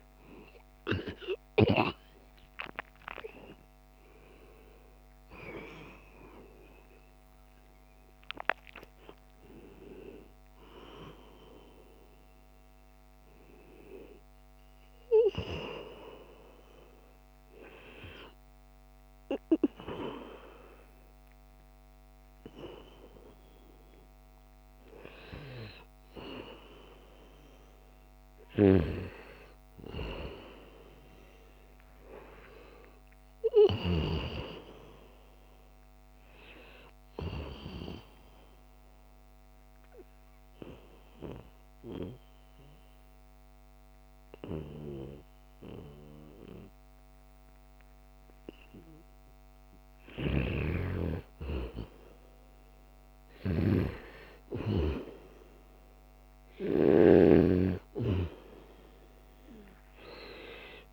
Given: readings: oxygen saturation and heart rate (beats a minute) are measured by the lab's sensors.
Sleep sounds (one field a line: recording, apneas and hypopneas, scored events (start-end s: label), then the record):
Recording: a person partly awake in a sleep study, by a microphone on the trachea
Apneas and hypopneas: 1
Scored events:
0.00-5.50 s: oxygen desaturation (device-marked, oxygen 87% lowest, heart rate 68 extreme)
13.50-43.50 s: new sleep stage, N1 (lightest sleep)
37.50-50.00 s: obstructive apnea (oxygen 98% before, 90% lowest, heart rate 84 before, 76 extreme, up 2 after)
43.50-60.92 s: new sleep stage, N2 (light sleep)
52.00-56.50 s: arousal
57.50-60.92 s: oxygen desaturation (device-marked, oxygen 96% before, 92% lowest, heart rate 80 before, 76 extreme)
From the record:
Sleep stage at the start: awake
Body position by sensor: on the back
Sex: male